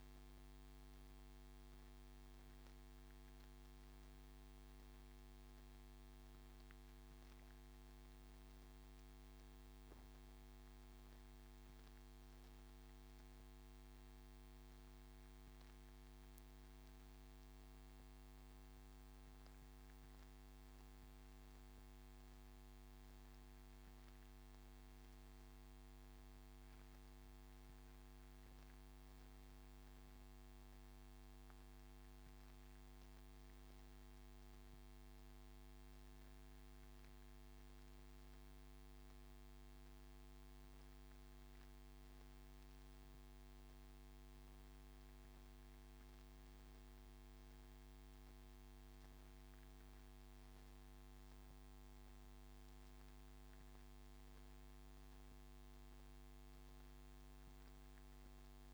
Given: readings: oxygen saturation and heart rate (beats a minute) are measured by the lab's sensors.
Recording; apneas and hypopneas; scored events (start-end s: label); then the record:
breathing in sleep, hard to hear, by a microphone on the trachea; none
none scored
From the record:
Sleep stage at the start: N2 (light sleep); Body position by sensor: on the front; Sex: male